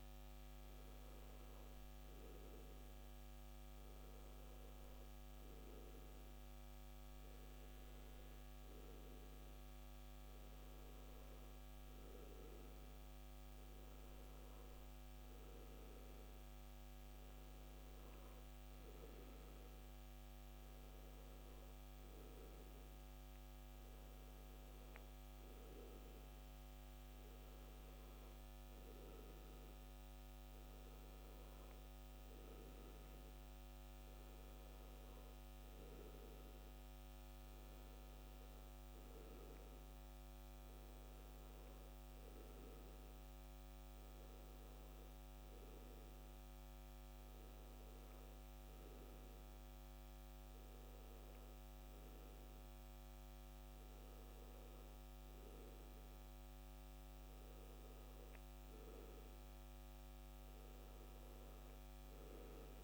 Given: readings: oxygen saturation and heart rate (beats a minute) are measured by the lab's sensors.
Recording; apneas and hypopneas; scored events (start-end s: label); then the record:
breathing in sleep, hard to hear, by a microphone on the trachea; none
none scored
From the record:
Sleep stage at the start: N1 (lightest sleep); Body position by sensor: on the back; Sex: male